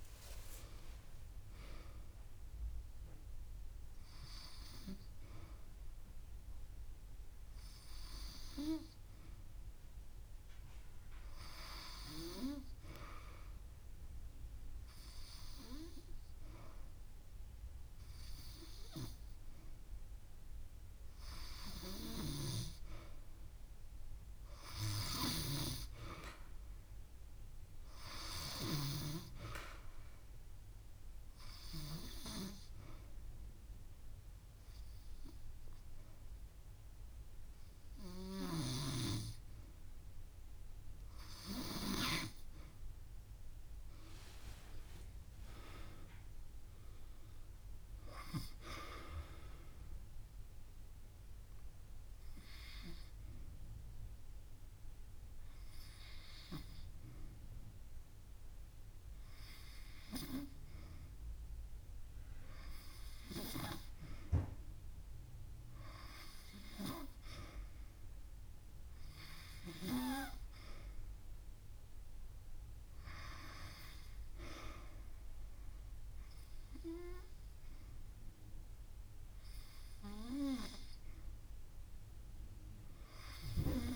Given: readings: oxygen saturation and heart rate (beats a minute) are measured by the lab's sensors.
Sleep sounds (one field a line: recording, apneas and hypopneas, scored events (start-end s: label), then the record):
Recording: breathing in sleep by a room microphone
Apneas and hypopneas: 2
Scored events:
5.00-7.00 s: long interval between heartbeats (device-marked)
29.00-31.00 s: long interval between heartbeats (device-marked)
30.50-42.00 s: obstructive apnea (oxygen 96% before, 92% lowest)
40.00-42.00 s: long interval between heartbeats (device-marked)
44.00-47.00 s: arousal
50.50-62.50 s: hypopnea (oxygen 96% before, 92% lowest)
64.50-69.00 s: arousal
68.00-74.00 s: drop in pulse transit time (device-marked)
79.00-81.00 s: long interval between heartbeats (device-marked)
81.50-83.50 s: long interval between heartbeats (device-marked)
From the record:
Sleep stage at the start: N2 (light sleep)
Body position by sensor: on the back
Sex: female